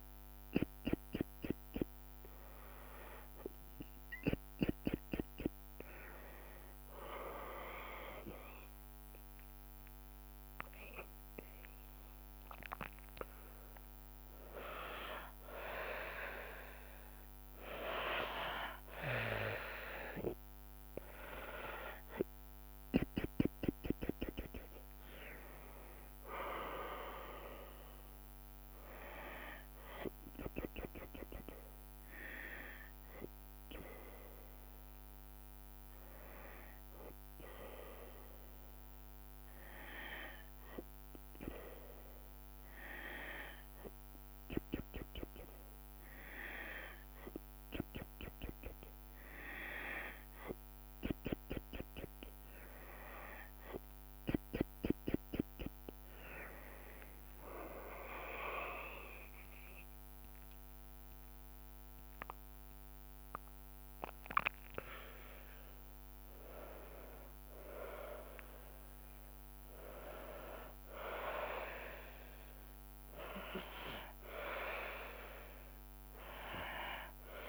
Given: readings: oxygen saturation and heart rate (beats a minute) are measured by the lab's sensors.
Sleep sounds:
breathing in sleep by a microphone on the trachea; none
6.00-9.50 s: arousal
6.00-17.00 s: drop in pulse transit time (device-marked, heart rate 78 before, 78 extreme)
27.00-35.00 s: drop in pulse transit time (device-marked, heart rate 78 before, 69 extreme)
56.00-60.00 s: tachycardia (device-marked, heart rate 91 before, 109 extreme)
57.50-62.50 s: arousal
58.00-71.00 s: drop in pulse transit time (device-marked, heart rate 74 before, 79 extreme)
From the record:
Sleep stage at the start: N2 (light sleep); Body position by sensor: on the back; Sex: female

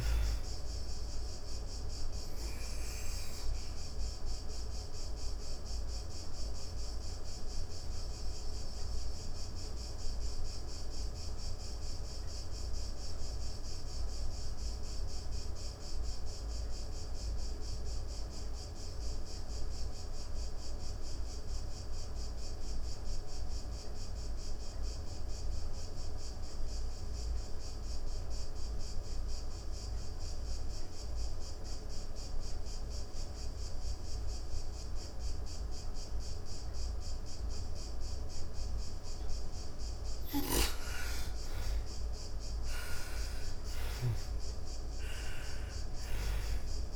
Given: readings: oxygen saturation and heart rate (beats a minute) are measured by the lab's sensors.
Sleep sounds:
breathing in sleep, hard to hear, by a room microphone; 1
0.00-19.50 s: oxygen desaturation (device-marked, oxygen 78% lowest, heart rate 60 extreme)
1.00-38.00 s: obstructive apnea (oxygen 99% before, 76% lowest, heart rate 113 before, 96 extreme)
30.50-46.96 s: oxygen desaturation (device-marked, oxygen 98% before, 76% lowest, heart rate 128 before, 95 extreme)
40.00-44.00 s: arousal
From the record:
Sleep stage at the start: N2 (light sleep); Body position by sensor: on the back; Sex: female

